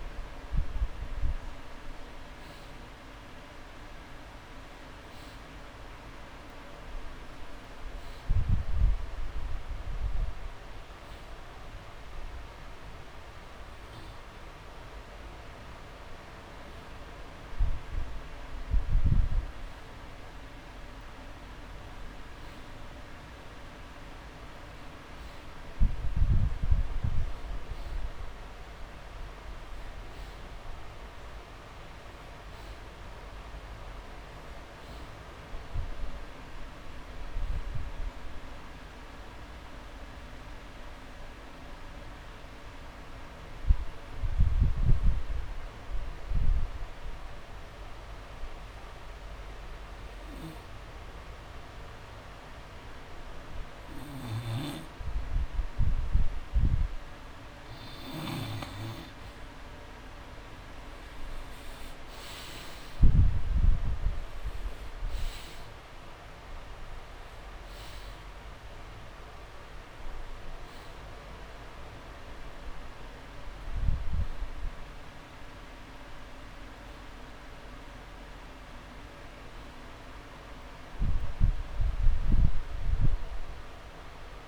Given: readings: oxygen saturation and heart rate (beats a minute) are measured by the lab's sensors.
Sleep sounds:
breathing in sleep, hard to hear, by a room microphone; 1
0.00-8.50 s: oxygen desaturation (device-marked, oxygen 90% lowest)
35.00-38.00 s: arousal
41.00-58.00 s: obstructive apnea (oxygen 97% before, 89% lowest)
56.50-58.50 s: long interval between heartbeats (device-marked)
60.50-64.00 s: arousal
64.50-84.48 s: oxygen desaturation (device-marked, oxygen 97% before, 89% lowest)
From the record:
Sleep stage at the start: N2 (light sleep); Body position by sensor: on the back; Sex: male

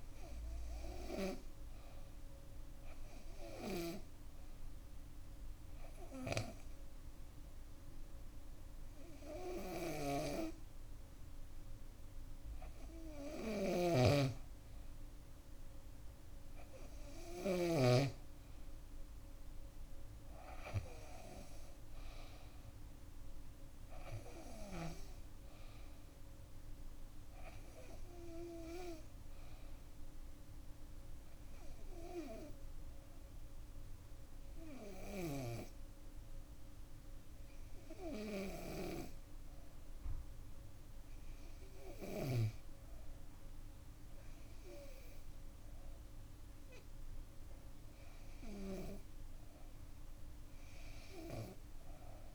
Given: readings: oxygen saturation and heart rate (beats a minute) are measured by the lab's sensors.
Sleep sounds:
breathing in sleep by a room microphone; 1
8.50-13.00 s: arousal
13.00-17.50 s: snoring (device-marked)
21.00-52.35 s: new sleep stage, REM sleep
29.50-42.50 s: hypopnea (oxygen 96% before, 93% lowest, heart rate 68 before, 55 extreme, up 0 after)
33.00-52.35 s: bradycardia (device-marked, heart rate 66 before, 55 extreme)
48.00-51.50 s: arousal
From the record:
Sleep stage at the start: N2 (light sleep); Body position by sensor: on the back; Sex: female

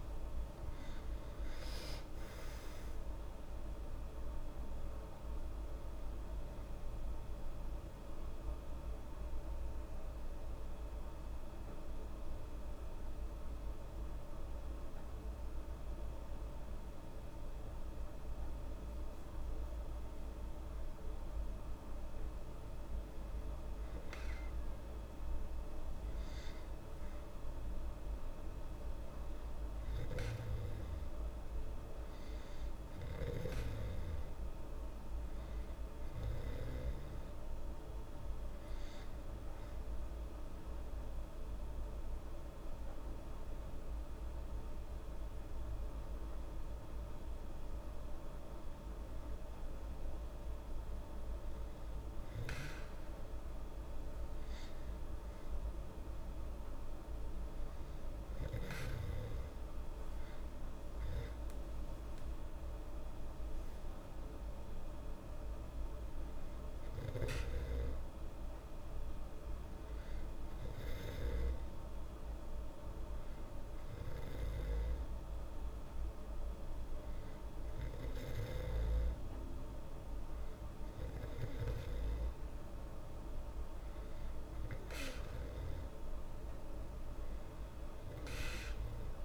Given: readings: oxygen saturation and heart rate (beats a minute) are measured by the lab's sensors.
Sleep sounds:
breathing in sleep, hard to hear, by a room microphone; 1
0.00-3.50 s: arousal
0.00-16.00 s: oxygen desaturation (device-marked, oxygen 94% lowest, heart rate 73 extreme)
9.00-20.50 s: hypopnea (oxygen 97% before, 94% lowest, heart rate 76 before, 73 extreme, up 4 after)
25.50-30.00 s: arousal
From the record:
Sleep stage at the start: N2 (light sleep); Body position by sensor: on the back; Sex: female

